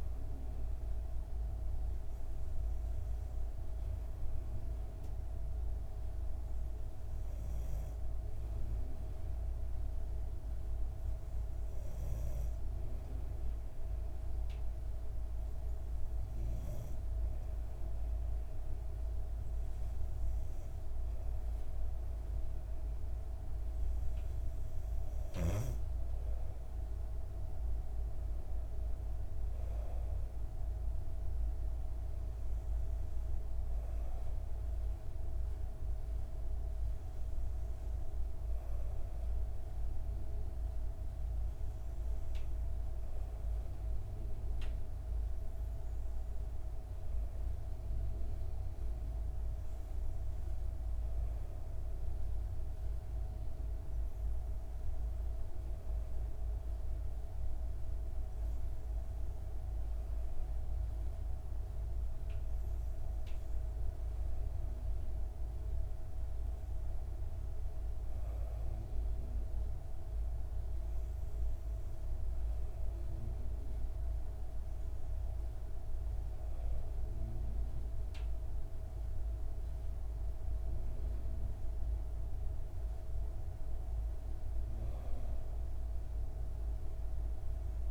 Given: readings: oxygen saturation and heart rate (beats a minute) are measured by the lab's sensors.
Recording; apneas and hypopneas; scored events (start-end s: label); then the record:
breathing in sleep, hard to hear, by a room microphone; none
none scored
From the record:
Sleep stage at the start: N2 (light sleep); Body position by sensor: on the back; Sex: female